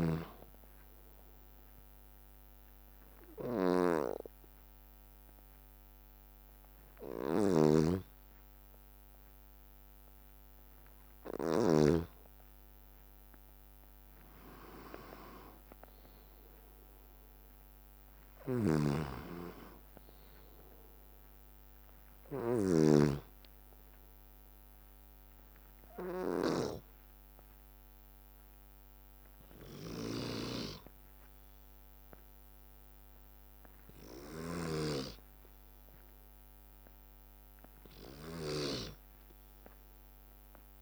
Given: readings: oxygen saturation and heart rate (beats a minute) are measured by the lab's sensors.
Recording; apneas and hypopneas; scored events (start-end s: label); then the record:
breathing in sleep by a microphone on the trachea; 1
0.00-7.00 s: oxygen desaturation (device-marked, oxygen 95% lowest, heart rate 63 extreme)
0.00-12.00 s: snoring (device-marked)
2.00-13.00 s: hypopnea (oxygen 99% before, 92% lowest, heart rate 71 before, 63 extreme, up 3 after)
14.00-18.00 s: arousal
18.50-23.00 s: snoring (device-marked)
19.00-30.00 s: oxygen desaturation (device-marked, oxygen 97% before, 92% lowest, heart rate 65 before, 63 extreme)
30.00-35.00 s: snoring (device-marked)
From the record:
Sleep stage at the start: N2 (light sleep); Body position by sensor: on the back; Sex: male